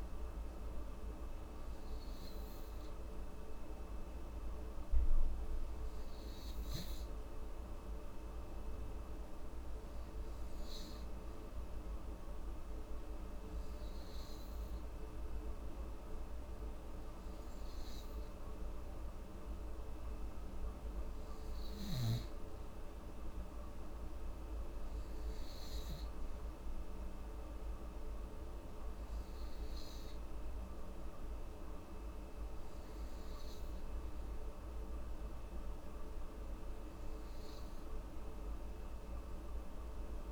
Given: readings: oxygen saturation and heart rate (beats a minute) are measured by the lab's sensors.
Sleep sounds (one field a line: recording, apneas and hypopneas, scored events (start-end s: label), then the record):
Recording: breathing in sleep, hard to hear, by a room microphone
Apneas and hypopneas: none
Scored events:
none scored
From the record:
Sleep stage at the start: N2 (light sleep)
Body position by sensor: on the back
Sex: female